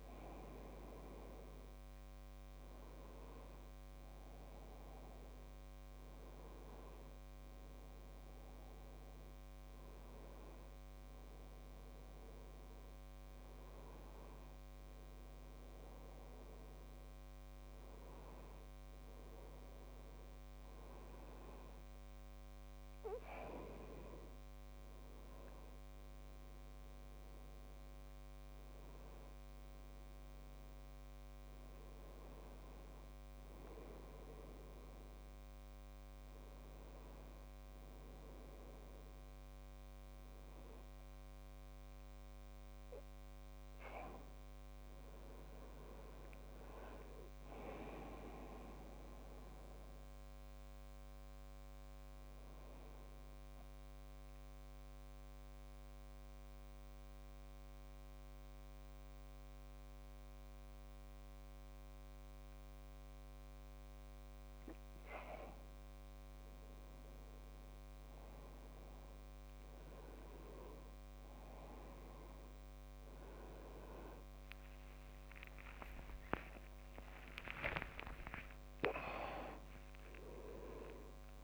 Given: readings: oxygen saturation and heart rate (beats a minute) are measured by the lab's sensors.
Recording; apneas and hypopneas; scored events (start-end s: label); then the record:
breathing in sleep by a microphone on the trachea; 1
46.00-49.50 s: arousal
53.50-65.50 s: central apnea (oxygen 96% before, 93% lowest, heart rate 71 before, 67 extreme, up 6 after)
75.50-79.00 s: arousal
76.00-80.00 s: tachycardia (device-marked, heart rate 72 before, 101 extreme)
78.00-80.00 s: long interval between heartbeats (device-marked, heart rate 71 before, 90 extreme)
80.00-81.44 s: oxygen desaturation (device-marked, oxygen 97% before, 93% lowest, heart rate 74 before, 68 extreme)
From the record:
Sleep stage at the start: N1 (lightest sleep); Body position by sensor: on the back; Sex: male